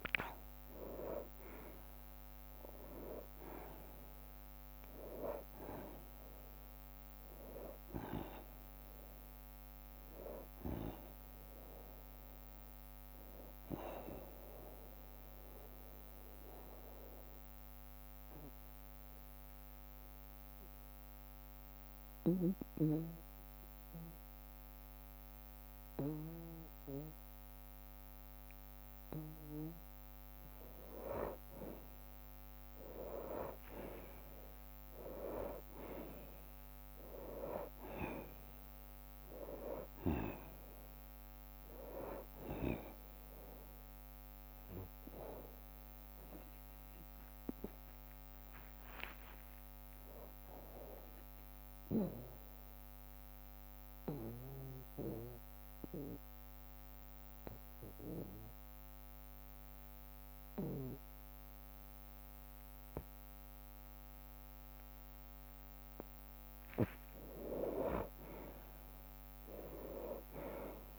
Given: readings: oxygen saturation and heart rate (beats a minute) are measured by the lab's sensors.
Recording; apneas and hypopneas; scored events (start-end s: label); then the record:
breathing in sleep by a microphone on the trachea; 2
0.00-9.50 s: drop in pulse transit time (device-marked, heart rate 57 extreme)
0.00-24.50 s: oxygen desaturation (device-marked, oxygen 91% lowest, heart rate 52 extreme)
14.00-30.00 s: obstructive apnea (oxygen 98% before, 91% lowest, heart rate 65 before, 52 extreme, up 23 after)
16.50-29.50 s: bradycardia (device-marked, heart rate 73 before, 53 extreme)
33.00-37.00 s: arousal
33.50-45.50 s: drop in pulse transit time (device-marked, heart rate 58 before, 64 extreme)
38.50-59.50 s: oxygen desaturation (device-marked, oxygen 98% before, 92% lowest, heart rate 61 before, 45 extreme)
46.50-70.99 s: bradycardia (device-marked, heart rate 73 before, 45 extreme)
52.50-66.00 s: obstructive apnea (oxygen 98% before, 90% lowest, heart rate 65 before, 45 extreme, up 6 after)
67.00-70.99 s: arousal
69.50-70.99 s: drop in pulse transit time (device-marked, heart rate 54 before, 45 extreme)
From the record:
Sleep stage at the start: N2 (light sleep); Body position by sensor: on the back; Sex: male